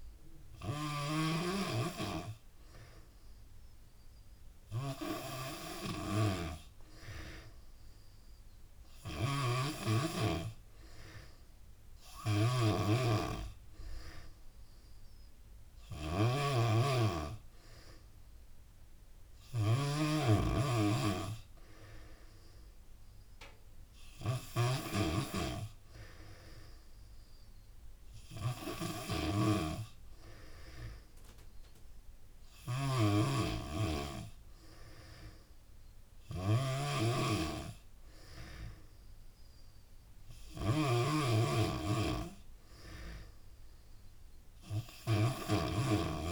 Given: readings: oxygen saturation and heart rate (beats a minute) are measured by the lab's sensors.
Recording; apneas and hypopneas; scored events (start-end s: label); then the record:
breathing in sleep by a room microphone; none
0.00-46.32 s: snoring (device-marked)
3.00-10.00 s: tachycardia (device-marked, heart rate 91 before, 109 extreme)
10.50-12.50 s: long interval between heartbeats (device-marked, heart rate 100 before, 118 extreme)
18.00-28.00 s: drop in pulse transit time (device-marked, heart rate 103 before, 85 extreme)
26.00-28.00 s: long interval between heartbeats (device-marked, heart rate 97 before, 96 extreme)
From the record:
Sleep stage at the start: N3 (deep sleep); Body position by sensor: on the back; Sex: female